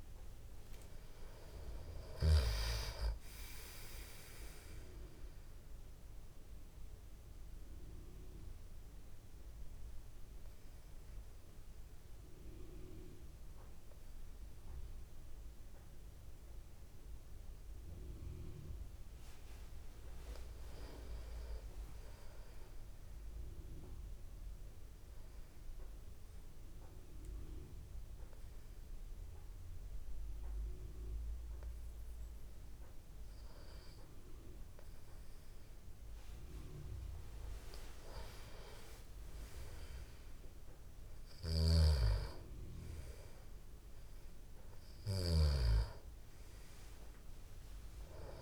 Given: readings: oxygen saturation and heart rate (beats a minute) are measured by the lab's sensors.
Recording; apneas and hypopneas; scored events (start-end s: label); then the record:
breathing in sleep by a room microphone; 2
1.00-4.00 s: arousal
7.00-19.50 s: obstructive apnea (oxygen 97% before, 92% lowest)
20.50-22.50 s: arousal
24.00-34.00 s: obstructive apnea (oxygen 97% before, 92% lowest)
36.00-40.00 s: arousal
41.50-45.50 s: snoring (device-marked)
From the record:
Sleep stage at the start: N2 (light sleep); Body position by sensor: on the back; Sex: male